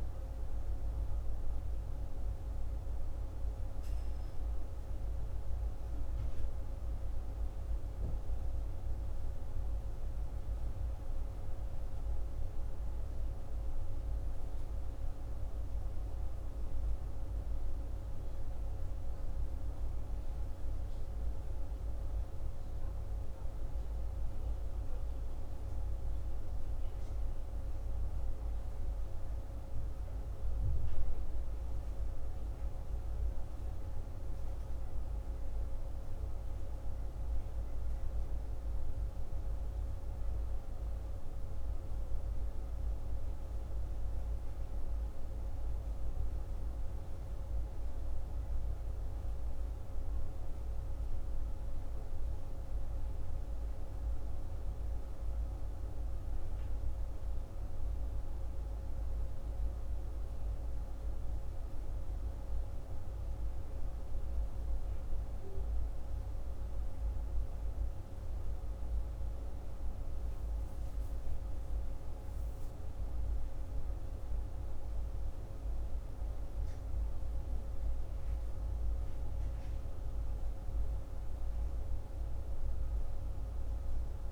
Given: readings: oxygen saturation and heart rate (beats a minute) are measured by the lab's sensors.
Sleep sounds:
a person partly awake in a sleep study, hard to hear, by a room microphone; none
24.50-84.32 s: new sleep stage, N1 (lightest sleep)
From the record:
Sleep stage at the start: awake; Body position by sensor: on the left side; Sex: male

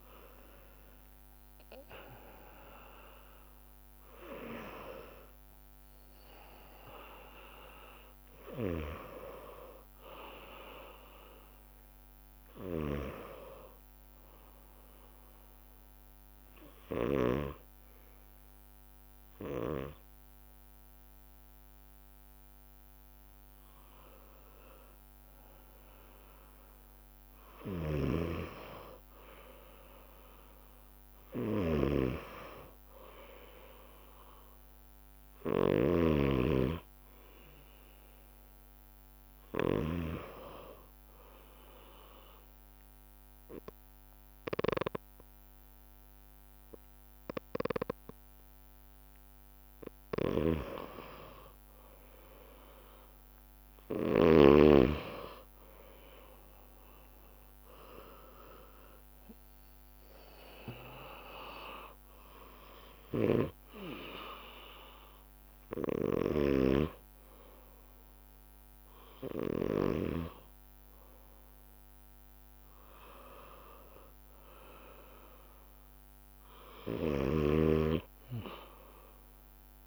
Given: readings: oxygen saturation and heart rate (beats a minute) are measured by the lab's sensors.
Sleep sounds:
breathing in sleep by a microphone on the trachea; 2
7.50-15.50 s: bradycardia (device-marked)
12.50-17.50 s: snoring (device-marked)
15.50-26.00 s: hypopnea (oxygen 100% before, 94% lowest)
20.50-33.50 s: bradycardia (device-marked)
27.50-40.00 s: snoring (device-marked)
30.50-79.87 s: new sleep stage, N2 (light sleep)
31.00-35.00 s: arousal
32.50-44.50 s: oxygen desaturation (device-marked, oxygen 97% before, 94% lowest)
34.50-45.50 s: bradycardia (device-marked)
41.00-51.00 s: obstructive apnea (oxygen 97% before, 94% lowest)
46.50-79.87 s: bradycardia (device-marked)
50.00-54.50 s: snoring (device-marked)
54.00-58.50 s: arousal
63.00-70.00 s: snoring (device-marked)
72.50-77.50 s: arousal
77.00-79.87 s: snoring (device-marked)
From the record:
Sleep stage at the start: N1 (lightest sleep); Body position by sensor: on the back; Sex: male

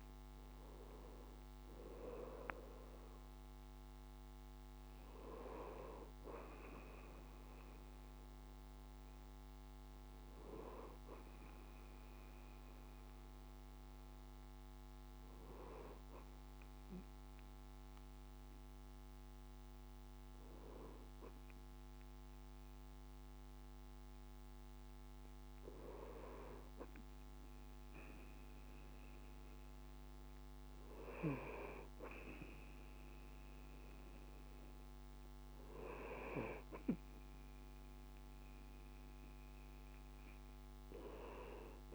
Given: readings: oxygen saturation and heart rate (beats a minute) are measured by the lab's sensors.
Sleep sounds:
breathing in sleep by a microphone on the trachea; none
none scored
From the record:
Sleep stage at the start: N2 (light sleep); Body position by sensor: on the right side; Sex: male

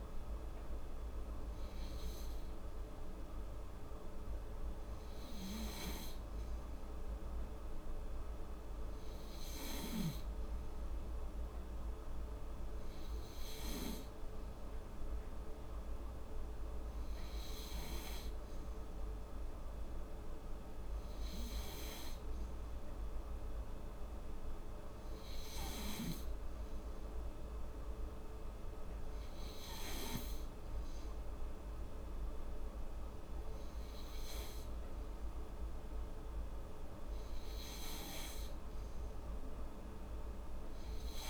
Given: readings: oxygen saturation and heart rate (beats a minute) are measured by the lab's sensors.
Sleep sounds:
breathing in sleep, hard to hear, by a room microphone; none
none scored
From the record:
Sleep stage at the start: N3 (deep sleep); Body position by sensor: on the back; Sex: female

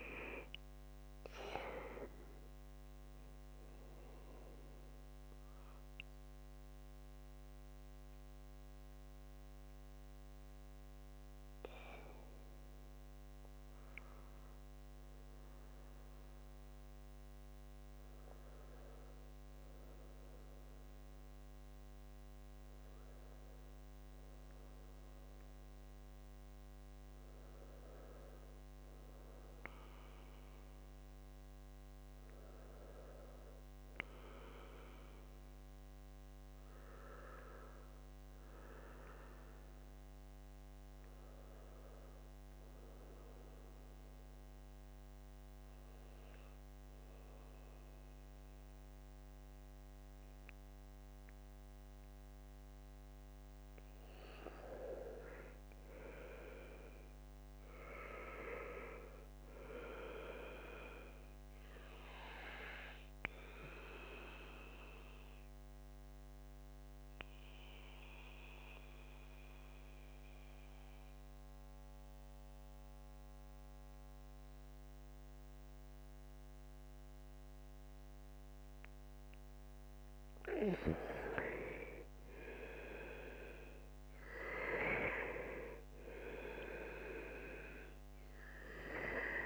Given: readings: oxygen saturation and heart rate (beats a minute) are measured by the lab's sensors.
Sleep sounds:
breathing in sleep by a microphone on the trachea; 2
0.00-21.50 s: oxygen desaturation (device-marked, oxygen 80% lowest, heart rate 67 extreme)
42.00-52.50 s: central apnea (oxygen 99% before, 87% lowest, heart rate 70 before, 66 extreme, up 3 after)
52.50-89.46 s: new sleep stage, N2 (light sleep)
55.00-60.50 s: arousal
60.50-76.50 s: oxygen desaturation (device-marked, oxygen 92% before, 88% lowest, heart rate 70 before, 64 extreme)
64.50-79.50 s: central apnea (oxygen 94% before, 86% lowest, heart rate 70 before, 64 extreme, up 3 after)
83.50-88.50 s: arousal
84.50-89.46 s: oxygen desaturation (device-marked, oxygen 97% before, 87% lowest, heart rate 68 before, 64 extreme)
From the record:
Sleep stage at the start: N1 (lightest sleep); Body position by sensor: on the back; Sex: male

